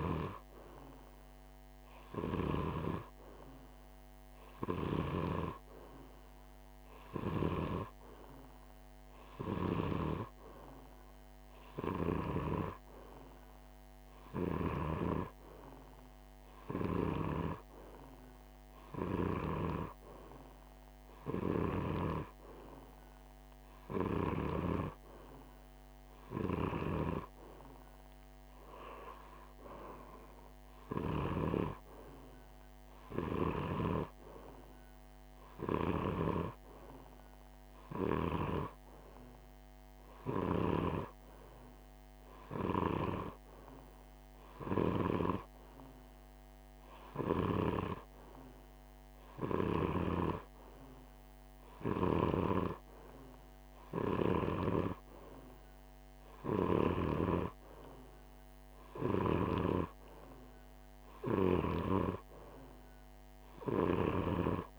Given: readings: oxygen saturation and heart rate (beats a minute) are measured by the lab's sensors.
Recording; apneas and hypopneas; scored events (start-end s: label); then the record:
breathing in sleep by a microphone on the trachea; none
none scored
From the record:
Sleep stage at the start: N2 (light sleep); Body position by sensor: on the right side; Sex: male